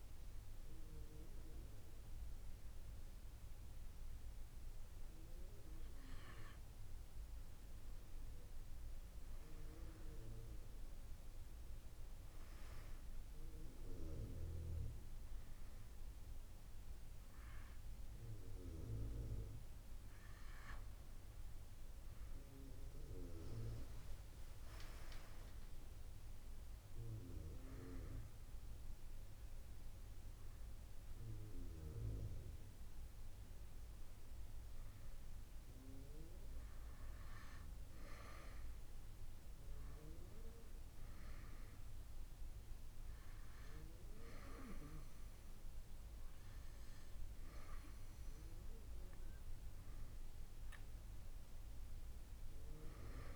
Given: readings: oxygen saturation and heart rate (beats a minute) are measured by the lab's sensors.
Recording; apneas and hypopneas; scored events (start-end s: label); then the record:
breathing in sleep by a room microphone; none
0.00-2.00 s: drop in pulse transit time (device-marked)
10.50-12.50 s: long interval between heartbeats (device-marked, heart rate 35 before, 49 extreme)
14.00-16.00 s: long interval between heartbeats (device-marked, heart rate 40 before, 56 extreme)
20.00-32.00 s: drop in pulse transit time (device-marked)
26.00-28.00 s: long interval between heartbeats (device-marked, heart rate 38 before, 33 extreme)
37.00-39.00 s: long interval between heartbeats (device-marked)
46.50-48.50 s: long interval between heartbeats (device-marked, heart rate 30 before, 36 extreme)
51.50-53.36 s: long interval between heartbeats (device-marked, heart rate 31 before, 53 extreme)
52.00-53.36 s: drop in pulse transit time (device-marked, heart rate 32 before, 33 extreme)
From the record:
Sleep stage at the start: N2 (light sleep); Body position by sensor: on the back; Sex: female